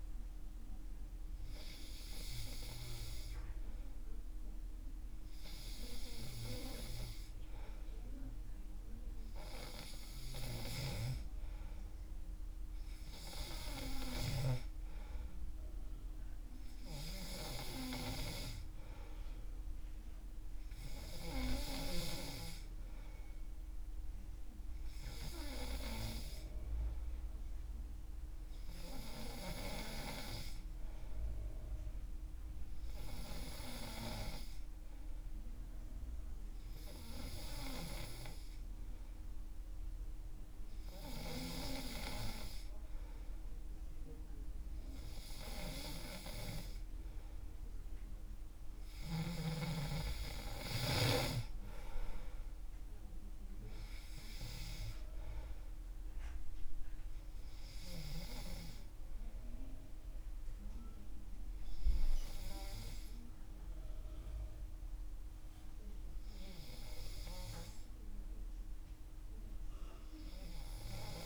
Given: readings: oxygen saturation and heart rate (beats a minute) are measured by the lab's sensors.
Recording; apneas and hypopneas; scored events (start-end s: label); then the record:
breathing in sleep by a room microphone; none
none scored
From the record:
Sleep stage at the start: N3 (deep sleep); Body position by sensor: on the back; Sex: male